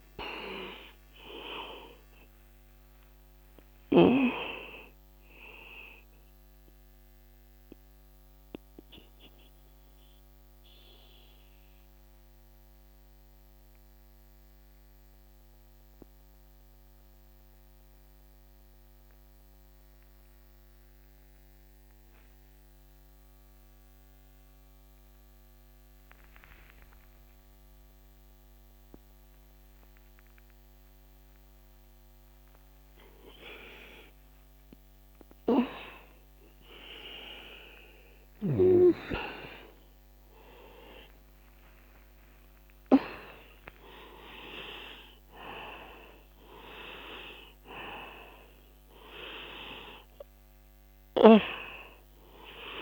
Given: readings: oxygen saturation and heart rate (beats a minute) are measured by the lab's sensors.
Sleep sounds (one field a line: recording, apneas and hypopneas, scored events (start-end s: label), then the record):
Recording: breathing in sleep by a microphone on the trachea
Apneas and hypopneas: 1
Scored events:
0.00-4.00 s: arousal
0.00-10.50 s: oxygen desaturation (device-marked, oxygen 88% lowest, heart rate 53 extreme)
8.00-34.50 s: obstructive apnea (oxygen 94% before, 86% lowest, heart rate 62 before, 46 extreme, up 9 after)
35.50-52.82 s: oxygen desaturation (device-marked, oxygen 97% before, 86% lowest, heart rate 66 before, 29 extreme)
36.50-40.50 s: arousal
From the record:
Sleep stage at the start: N2 (light sleep)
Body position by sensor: on the back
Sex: male